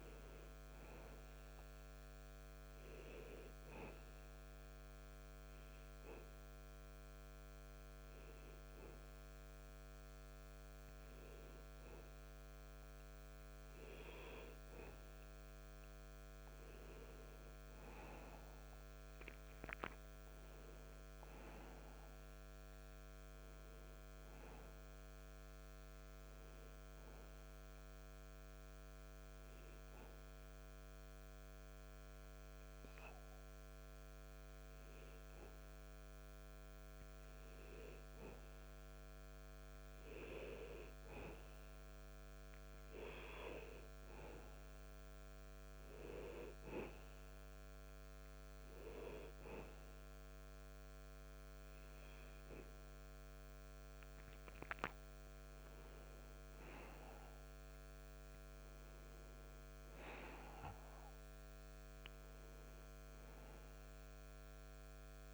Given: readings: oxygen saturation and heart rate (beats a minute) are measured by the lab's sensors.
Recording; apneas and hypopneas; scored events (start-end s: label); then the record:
breathing in sleep by a microphone on the trachea; 2
3.00-14.00 s: hypopnea (oxygen 97% before, 93% lowest, heart rate 78 before, 90 extreme, up 12 after)
16.50-20.50 s: arousal
28.00-38.00 s: hypopnea (oxygen 95% before, 93% lowest, heart rate 96 before, 91 extreme, up 8 after)
43.50-47.00 s: arousal
46.50-59.50 s: oxygen desaturation (device-marked, oxygen 96% before, 93% lowest, heart rate 95 before, 73 extreme)
From the record:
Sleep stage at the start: N2 (light sleep); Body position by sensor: on the back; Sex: male